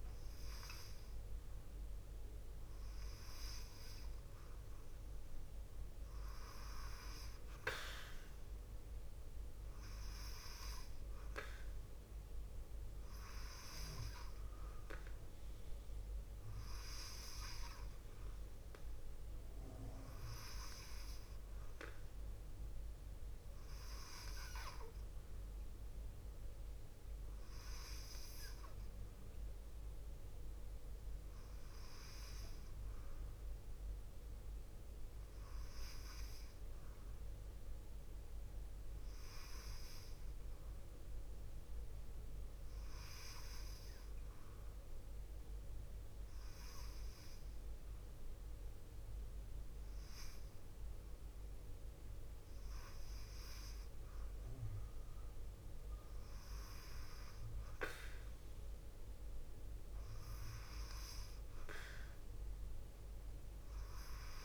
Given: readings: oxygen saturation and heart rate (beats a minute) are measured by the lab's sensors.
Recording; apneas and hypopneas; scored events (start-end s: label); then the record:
breathing in sleep by a room microphone; none
0.00-23.00 s: oxygen desaturation (device-marked, oxygen 92% lowest, heart rate 53 extreme)
From the record:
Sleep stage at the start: N2 (light sleep); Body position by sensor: on the left side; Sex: female